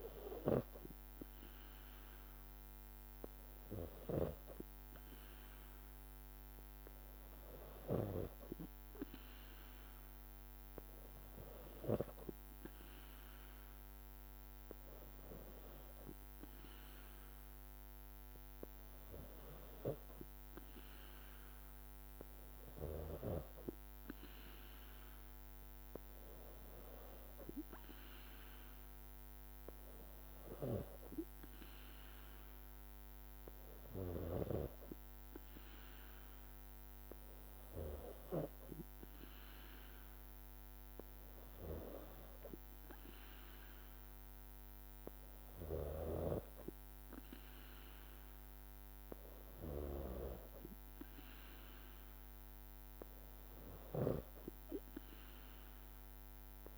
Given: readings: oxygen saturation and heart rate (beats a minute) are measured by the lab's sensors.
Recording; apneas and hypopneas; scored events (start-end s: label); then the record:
breathing in sleep by a microphone on the trachea; none
none scored
From the record:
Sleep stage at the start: N3 (deep sleep); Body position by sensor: on the back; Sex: female